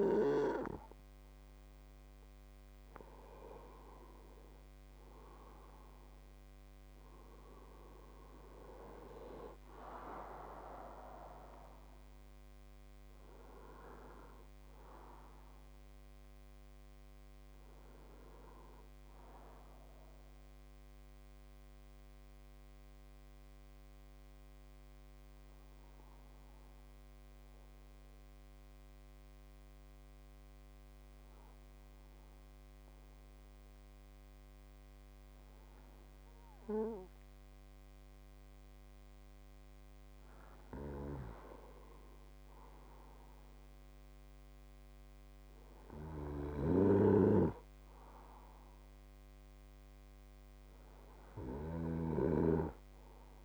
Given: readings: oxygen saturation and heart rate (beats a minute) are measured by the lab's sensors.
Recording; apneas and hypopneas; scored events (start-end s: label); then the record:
breathing in sleep by a microphone on the trachea; 1
20.50-40.00 s: obstructive apnea (oxygen 97% before, 95% lowest, heart rate 75 before, 52 extreme, up 37 after)
42.00-45.00 s: arousal
From the record:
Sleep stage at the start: N2 (light sleep); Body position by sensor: on the right side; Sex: male